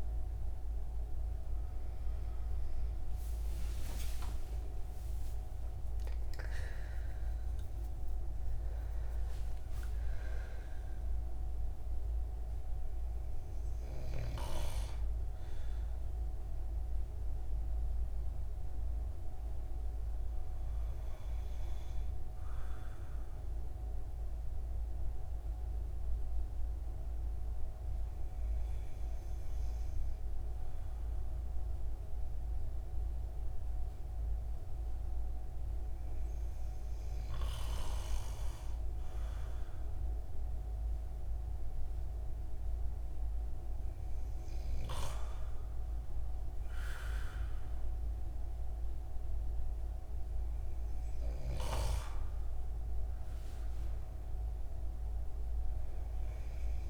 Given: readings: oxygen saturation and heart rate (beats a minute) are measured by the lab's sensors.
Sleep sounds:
breathing in sleep by a room microphone; 1
2.50-9.00 s: arousal
11.00-21.00 s: oxygen desaturation (device-marked, oxygen 96% before, 93% lowest, heart rate 145 before, 79 extreme)
21.00-45.50 s: hypopnea (oxygen 96% before, 95% lowest, heart rate 123 before, 106 extreme)
46.50-50.50 s: arousal
From the record:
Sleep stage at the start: N2 (light sleep); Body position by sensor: on the right side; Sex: male

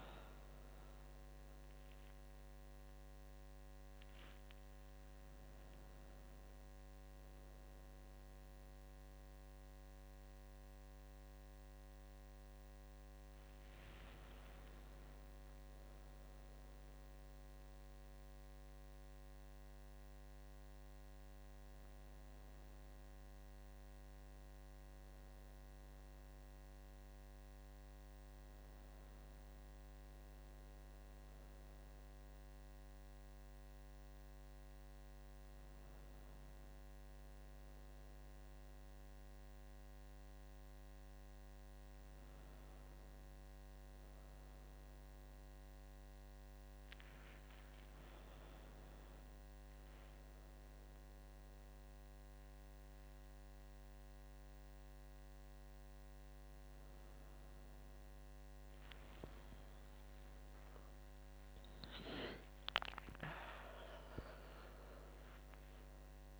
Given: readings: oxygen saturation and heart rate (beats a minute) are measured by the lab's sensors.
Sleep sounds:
a person awake in a sleep study, hard to hear, by a microphone on the trachea; none
none scored
From the record:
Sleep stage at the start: awake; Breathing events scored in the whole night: 100 in 8.2 hours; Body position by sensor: on the back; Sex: female

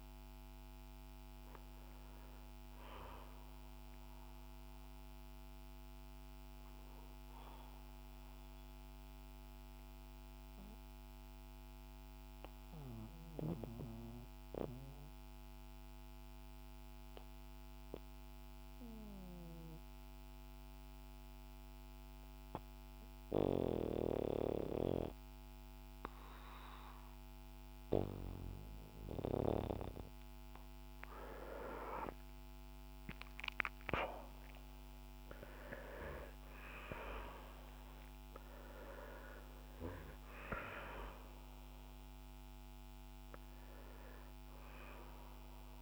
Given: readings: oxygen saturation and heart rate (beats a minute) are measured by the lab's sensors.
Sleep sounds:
breathing in sleep by a microphone on the trachea; 1
0.00-17.00 s: oxygen desaturation (device-marked, oxygen 89% lowest, heart rate 48 extreme)
5.00-33.00 s: obstructive apnea (oxygen 94% before, 89% lowest, heart rate 54 before, 48 extreme, up 7 after)
34.00-37.50 s: arousal
36.00-45.82 s: oxygen desaturation (device-marked, oxygen 96% before, 91% lowest, heart rate 57 before, 49 extreme)
From the record:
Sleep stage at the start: N2 (light sleep); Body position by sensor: on the back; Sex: male

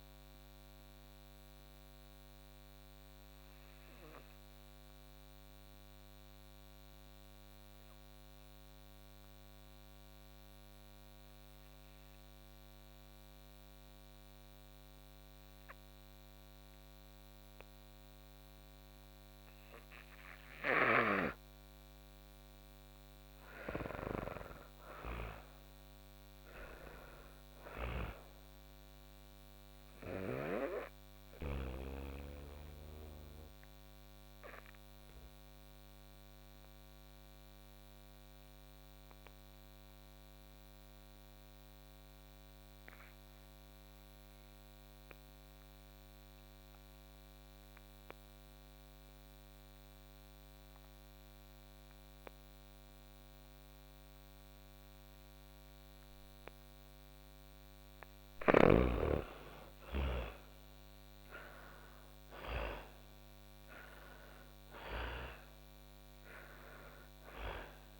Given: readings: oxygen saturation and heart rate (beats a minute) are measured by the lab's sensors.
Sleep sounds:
breathing in sleep by a microphone on the trachea; 2
0.00-11.00 s: oxygen desaturation (device-marked, oxygen 84% lowest, heart rate 39 extreme)
3.50-20.50 s: obstructive apnea (oxygen 95% before, 85% lowest, heart rate 83 before, 39 extreme, up 15 after)
23.00-27.50 s: arousal
26.00-44.00 s: oxygen desaturation (device-marked, oxygen 98% before, 90% lowest, heart rate 52 before, 43 extreme)
32.00-55.00 s: obstructive apnea (oxygen 98% before, 87% lowest, heart rate 55 before, 43 extreme, up 22 after)
52.00-68.00 s: oxygen desaturation (device-marked, oxygen 98% before, 88% lowest, heart rate 48 before, 40 extreme)
57.50-62.00 s: arousal
From the record:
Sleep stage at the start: N2 (light sleep); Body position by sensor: on the back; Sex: female

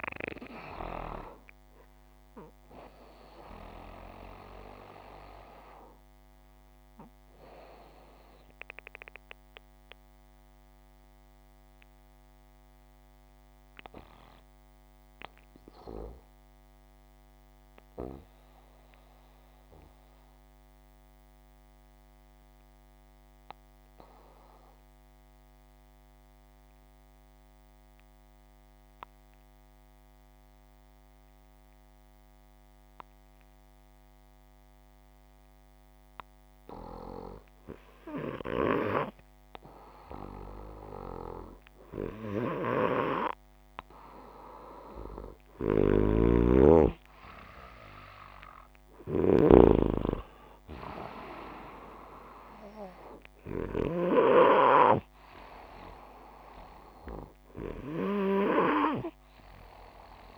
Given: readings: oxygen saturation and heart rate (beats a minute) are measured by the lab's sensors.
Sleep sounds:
breathing in sleep by a microphone on the trachea; 1
5.00-36.00 s: mixed apnea (oxygen 98% before, 93% lowest, heart rate 63 before, 57 extreme, up 3 after)
12.50-21.50 s: oxygen desaturation (device-marked, oxygen 96% before, 93% lowest, heart rate 60 before, 57 extreme)
38.00-42.50 s: arousal
43.50-60.38 s: oxygen desaturation (device-marked, oxygen 97% before, 94% lowest, heart rate 59 before, 59 extreme)
45.00-49.00 s: snoring (device-marked)
From the record:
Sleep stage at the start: N2 (light sleep); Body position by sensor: upright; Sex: male

